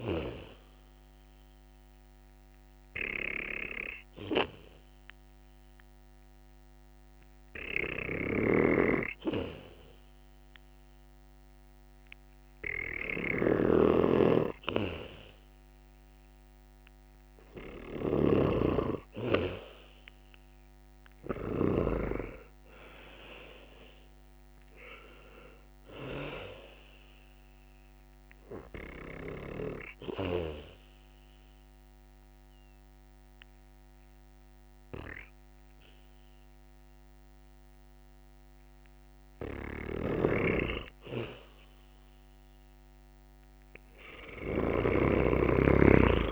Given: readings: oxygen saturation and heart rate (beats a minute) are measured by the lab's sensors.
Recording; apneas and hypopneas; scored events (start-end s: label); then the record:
breathing in sleep by a microphone on the trachea; 2
0.50-14.50 s: hypopnea (oxygen 96% before, 92% lowest, heart rate 68 before, 67 extreme, up 2 after)
2.50-17.50 s: oxygen desaturation (device-marked, oxygen 96% before, 92% lowest, heart rate 69 before, 67 extreme)
18.50-22.50 s: arousal
29.50-40.50 s: obstructive apnea (oxygen 96% before, 91% lowest, heart rate 70 before, 67 extreme, up 4 after)
39.50-45.00 s: snoring (device-marked)
44.00-46.31 s: arousal
From the record:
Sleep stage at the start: N2 (light sleep); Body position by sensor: on the back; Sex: male